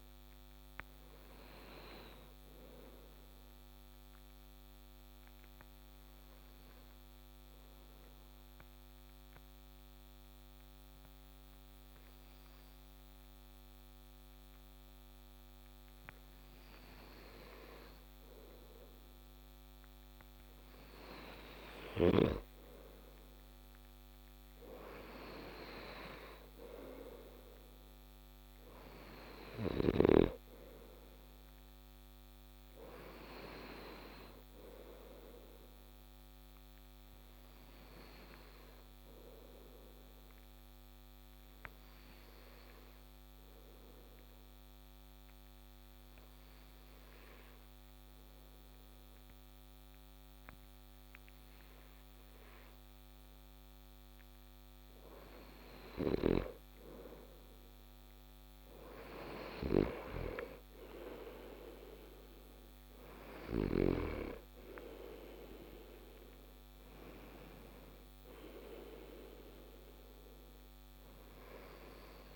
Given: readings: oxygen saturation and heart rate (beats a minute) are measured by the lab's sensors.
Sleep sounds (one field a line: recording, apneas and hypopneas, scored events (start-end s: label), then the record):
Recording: breathing in sleep by a microphone on the trachea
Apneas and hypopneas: 2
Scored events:
3.00-18.00 s: mixed apnea (oxygen 96% before, 91% lowest)
3.50-15.50 s: oxygen desaturation (device-marked, oxygen 95% before, 91% lowest)
22.50-27.00 s: arousal
29.50-48.50 s: oxygen desaturation (device-marked, oxygen 97% before, 93% lowest)
39.00-53.00 s: obstructive apnea (oxygen 97% before, 92% lowest)
57.00-61.00 s: arousal
From the record:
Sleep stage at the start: N2 (light sleep)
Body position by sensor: on the back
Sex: male